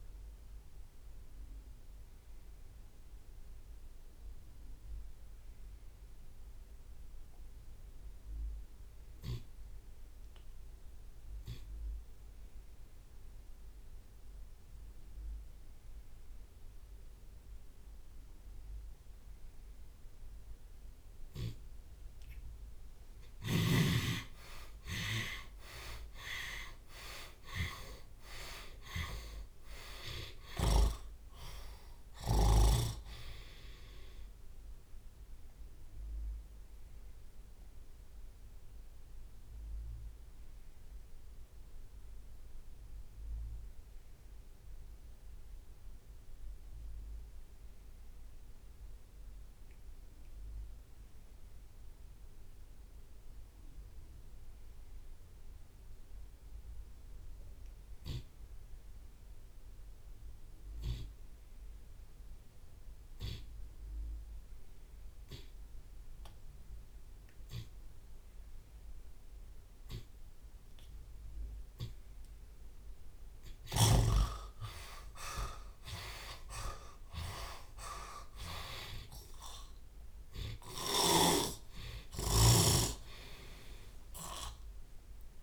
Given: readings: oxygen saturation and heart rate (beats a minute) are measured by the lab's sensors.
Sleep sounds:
breathing in sleep by a room microphone; 2
0.00-2.00 s: drop in pulse transit time (device-marked, heart rate 124 extreme)
0.00-10.00 s: oxygen desaturation (device-marked, oxygen 73% lowest)
0.00-29.00 s: tachycardia (device-marked, heart rate 177 extreme)
1.00-3.00 s: long interval between heartbeats (device-marked, heart rate 117 before, 145 extreme)
2.00-20.50 s: obstructive apnea (oxygen 95% before, 69% lowest)
3.00-5.00 s: long interval between heartbeats (device-marked, heart rate 127 before, 147 extreme)
5.00-7.00 s: long interval between heartbeats (device-marked, heart rate 137 before, 144 extreme)
8.50-10.50 s: long interval between heartbeats (device-marked, heart rate 143 before, 160 extreme)
13.00-15.00 s: long interval between heartbeats (device-marked, heart rate 152 before, 149 extreme)
14.00-15.00 s: drop in pulse transit time (device-marked, heart rate 152 before, 149 extreme)
15.00-17.00 s: long interval between heartbeats (device-marked, heart rate 152 before, 133 extreme)
17.00-19.00 s: long interval between heartbeats (device-marked, heart rate 150 before, 139 extreme)
18.00-28.00 s: drop in pulse transit time (device-marked, heart rate 150 before, 103 extreme)
20.00-22.00 s: long interval between heartbeats (device-marked, heart rate 149 before, 103 extreme)
22.50-24.50 s: long interval between heartbeats (device-marked, heart rate 147 before, 124 extreme)
23.00-27.50 s: arousal
27.00-41.00 s: oxygen desaturation (device-marked, oxygen 95% before, 90% lowest, heart rate 142 before, 25 extreme)
32.50-34.50 s: long interval between heartbeats (device-marked)
35.00-37.00 s: long interval between heartbeats (device-marked, heart rate 112 before, 45 extreme)
35.00-44.00 s: drop in pulse transit time (device-marked, heart rate 112 before, 45 extreme)
35.00-49.00 s: tachycardia (device-marked, heart rate 67 before, 178 extreme)
37.00-39.00 s: long interval between heartbeats (device-marked, heart rate 103 before, 55 extreme)
37.50-73.00 s: obstructive apnea (oxygen 96% before, 58% lowest)
39.00-85.43 s: new sleep stage, REM sleep
39.50-41.50 s: long interval between heartbeats (device-marked, heart rate 98 before, 132 extreme)
42.00-44.00 s: long interval between heartbeats (device-marked, heart rate 101 before, 139 extreme)
44.00-46.00 s: long interval between heartbeats (device-marked, heart rate 102 before, 142 extreme)
46.00-48.00 s: long interval between heartbeats (device-marked, heart rate 105 before, 176 extreme)
47.00-65.00 s: oxygen desaturation (device-marked, oxygen 91% before, 69% lowest)
48.00-50.00 s: long interval between heartbeats (device-marked, heart rate 111 before, 146 extreme)
50.50-52.50 s: long interval between heartbeats (device-marked, heart rate 114 before, 118 extreme)
53.00-76.00 s: tachycardia (device-marked, heart rate 71 before, 162 extreme)
55.00-57.00 s: long interval between heartbeats (device-marked, heart rate 122 before, 95 extreme)
56.00-62.00 s: drop in pulse transit time (device-marked, heart rate 125 before, 116 extreme)
57.50-59.50 s: long interval between heartbeats (device-marked, heart rate 128 before, 125 extreme)
59.50-61.50 s: long interval between heartbeats (device-marked, heart rate 132 before, 147 extreme)
62.50-64.50 s: long interval between heartbeats (device-marked, heart rate 134 before, 136 extreme)
64.00-65.00 s: drop in pulse transit time (device-marked, heart rate 134 before, 130 extreme)
64.50-66.50 s: long interval between heartbeats (device-marked, heart rate 134 before, 114 extreme)
66.50-68.50 s: long interval between heartbeats (device-marked, heart rate 131 before, 124 extreme)
69.00-71.00 s: long interval between heartbeats (device-marked, heart rate 123 before, 136 extreme)
71.00-73.00 s: long interval between heartbeats (device-marked, heart rate 123 before, 137 extreme)
73.00-75.00 s: long interval between heartbeats (device-marked, heart rate 127 before, 150 extreme)
74.50-80.50 s: arousal
79.50-81.50 s: long interval between heartbeats (device-marked)
From the record:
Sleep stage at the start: N2 (light sleep); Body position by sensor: on the left side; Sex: male

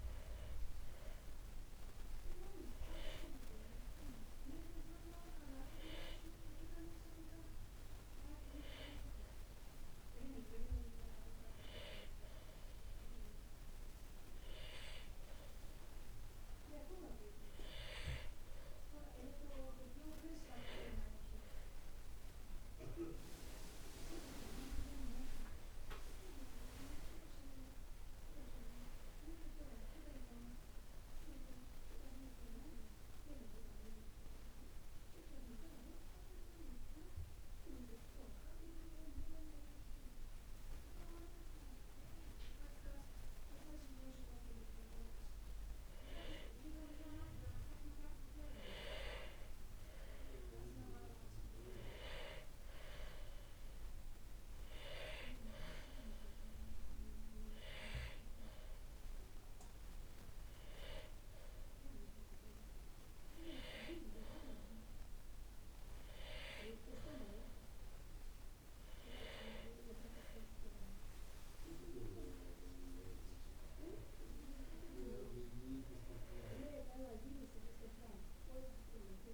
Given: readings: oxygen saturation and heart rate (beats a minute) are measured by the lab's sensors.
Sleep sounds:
breathing in sleep by a room microphone; 3
7.00-18.50 s: hypopnea (oxygen 96% before, 90% lowest, heart rate 64 before, 54 extreme, up 13 after)
21.00-25.50 s: arousal
24.00-40.00 s: oxygen desaturation (device-marked, oxygen 96% before, 90% lowest, heart rate 62 before, 54 extreme)
34.50-45.00 s: obstructive apnea (oxygen 96% before, 90% lowest, heart rate 69 before, 54 extreme, up 8 after)
48.00-52.00 s: arousal
54.00-65.00 s: oxygen desaturation (device-marked, oxygen 97% before, 93% lowest, heart rate 59 before, 54 extreme)
58.00-69.50 s: hypopnea (oxygen 97% before, 93% lowest, heart rate 60 before, 54 extreme, up 23 after)
72.00-76.50 s: arousal
From the record:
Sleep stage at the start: N2 (light sleep); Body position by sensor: on the back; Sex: male

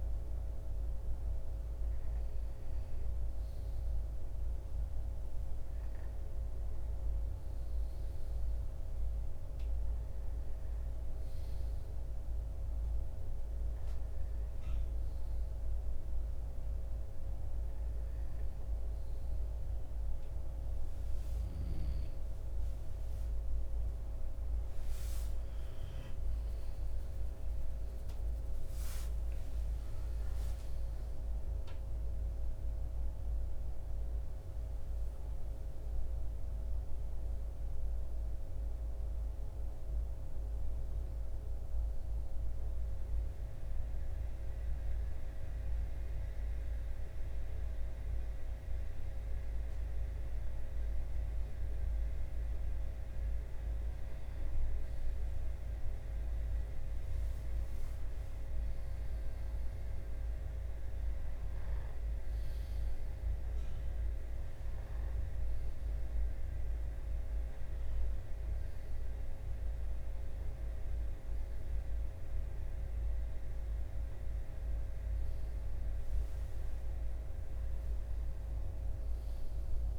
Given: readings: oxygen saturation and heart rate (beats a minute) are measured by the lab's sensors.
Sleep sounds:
breathing in sleep, hard to hear, by a room microphone; 1
25.50-31.00 s: arousal
44.00-54.00 s: hypopnea (oxygen 94% before, 91% lowest)
55.50-59.50 s: arousal
65.50-79.98 s: oxygen desaturation (device-marked, oxygen 97% before, 91% lowest)
From the record:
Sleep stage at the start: N2 (light sleep); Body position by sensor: on the left side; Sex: male

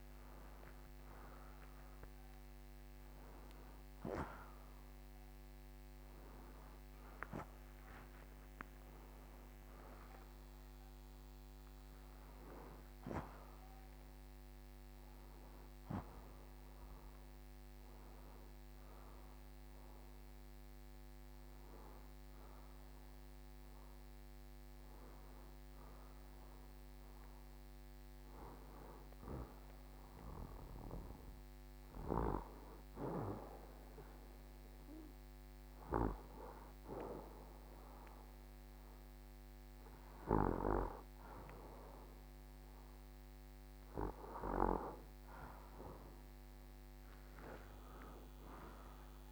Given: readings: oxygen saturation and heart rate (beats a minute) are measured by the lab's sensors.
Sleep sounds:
a person awake in a sleep study, by a microphone on the trachea; none
26.50-49.32 s: new sleep stage, N1 (lightest sleep)
From the record:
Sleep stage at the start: awake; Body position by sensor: on the right side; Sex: male

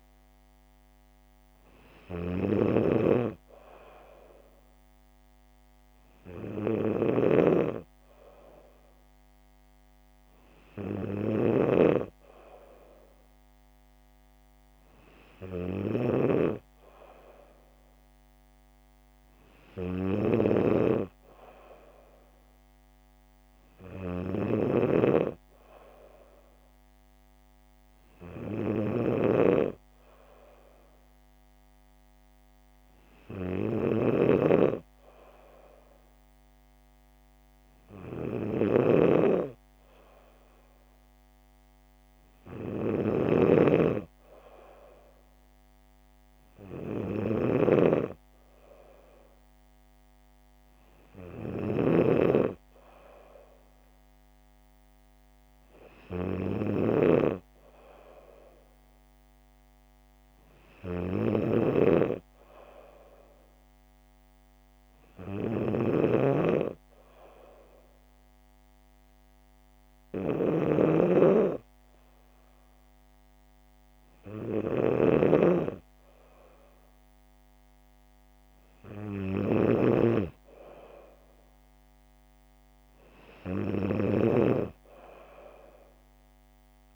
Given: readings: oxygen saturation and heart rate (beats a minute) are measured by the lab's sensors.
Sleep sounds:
breathing in sleep by a microphone on the trachea; none
0.00-16.50 s: snoring (device-marked)
24.50-86.95 s: new sleep stage, N3 (deep sleep)
34.00-52.00 s: snoring (device-marked)
66.00-86.95 s: snoring (device-marked)
From the record:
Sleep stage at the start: N2 (light sleep); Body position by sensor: on the back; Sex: female

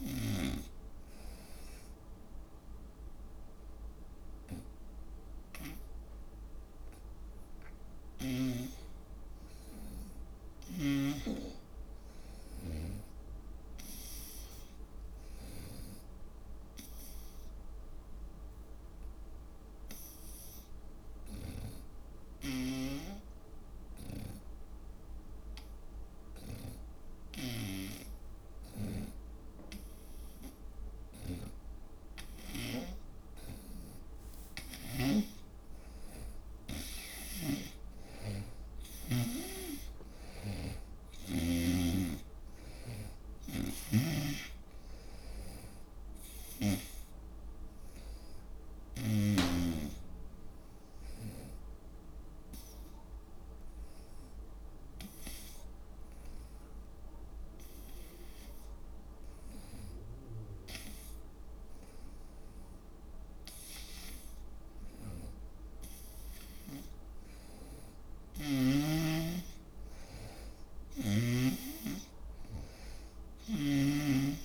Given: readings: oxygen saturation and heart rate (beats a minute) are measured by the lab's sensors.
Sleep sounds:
breathing in sleep by a room microphone; 3
0.00-13.00 s: oxygen desaturation (device-marked, oxygen 85% lowest, heart rate 72 extreme)
0.50-10.50 s: obstructive apnea (oxygen 95% before, 85% lowest, heart rate 75 before, 72 extreme, up 1 after)
13.00-17.00 s: arousal
20.00-33.50 s: hypopnea (oxygen 95% before, 85% lowest, heart rate 73 before, 72 extreme, up 11 after)
29.00-33.00 s: snoring (device-marked)
35.00-59.00 s: oxygen desaturation (device-marked, oxygen 94% before, 85% lowest, heart rate 73 before, 71 extreme)
36.00-41.00 s: arousal
37.50-50.00 s: snoring (device-marked)
40.00-42.00 s: long interval between heartbeats (device-marked, heart rate 73 before, 80 extreme)
48.50-64.50 s: hypopnea (oxygen 94% before, 85% lowest, heart rate 77 before, 71 extreme, up 2 after)
49.00-51.00 s: long interval between heartbeats (device-marked, heart rate 77 before, 79 extreme)
67.50-71.00 s: arousal
71.00-74.45 s: oxygen desaturation (device-marked, oxygen 94% before, 89% lowest, heart rate 74 before, 71 extreme)
From the record:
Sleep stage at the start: N2 (light sleep); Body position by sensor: on the front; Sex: female

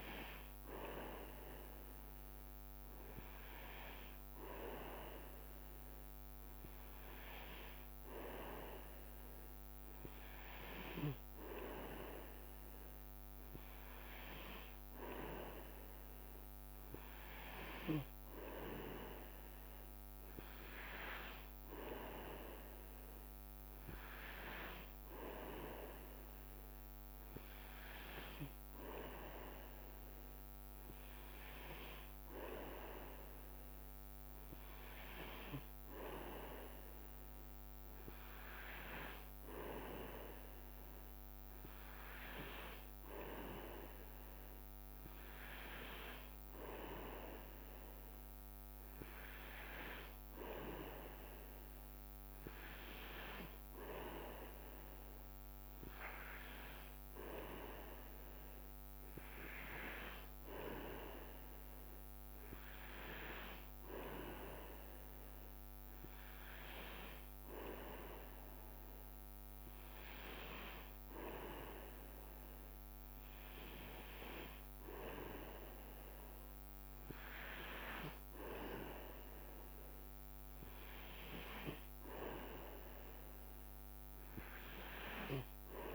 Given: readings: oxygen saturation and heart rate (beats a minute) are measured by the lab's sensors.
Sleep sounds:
breathing in sleep by a microphone on the trachea; none
16.00-17.00 s: leg movement (device-marked)
23.00-24.00 s: leg movement (device-marked)
44.50-46.00 s: leg movement (device-marked)
54.00-56.50 s: leg movement (device-marked)
58.50-60.00 s: leg movement (device-marked)
69.00-70.50 s: leg movement (device-marked)
75.00-77.50 s: leg movement (device-marked)
From the record:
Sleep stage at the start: N2 (light sleep); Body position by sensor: on the back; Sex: male

